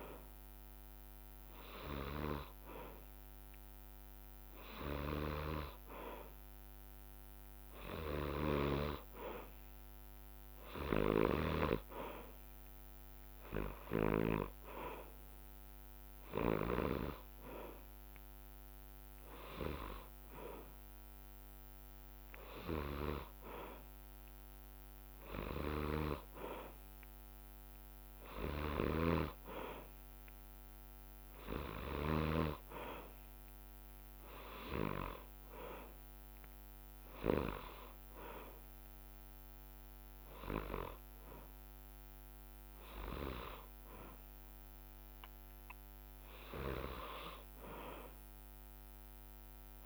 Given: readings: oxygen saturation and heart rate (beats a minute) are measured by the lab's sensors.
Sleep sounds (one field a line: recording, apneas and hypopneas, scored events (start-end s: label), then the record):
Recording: breathing in sleep by a microphone on the trachea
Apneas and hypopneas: none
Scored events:
7.50-9.50 s: long interval between heartbeats (device-marked, heart rate 63 before, 63 extreme)
34.50-44.50 s: drop in pulse transit time (device-marked, heart rate 63 before, 64 extreme)
From the record:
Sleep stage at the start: N2 (light sleep)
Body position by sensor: on the back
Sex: male